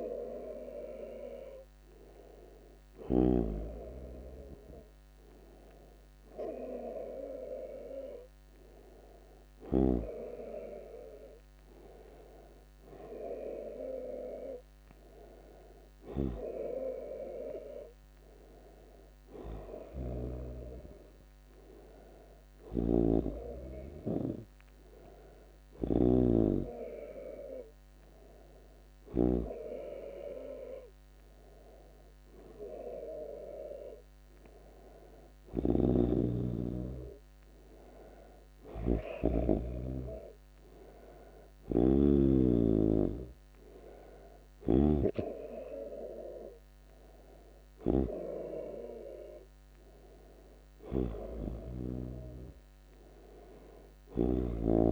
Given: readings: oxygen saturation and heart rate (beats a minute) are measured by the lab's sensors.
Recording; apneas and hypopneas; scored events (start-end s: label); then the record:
a person awake in a sleep study, by a microphone on the trachea; none
22.50-29.50 s: snoring (device-marked)
34.50-54.92 s: new sleep stage, N1 (lightest sleep)
35.50-45.00 s: snoring (device-marked)
From the record:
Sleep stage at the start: awake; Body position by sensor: on the back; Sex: male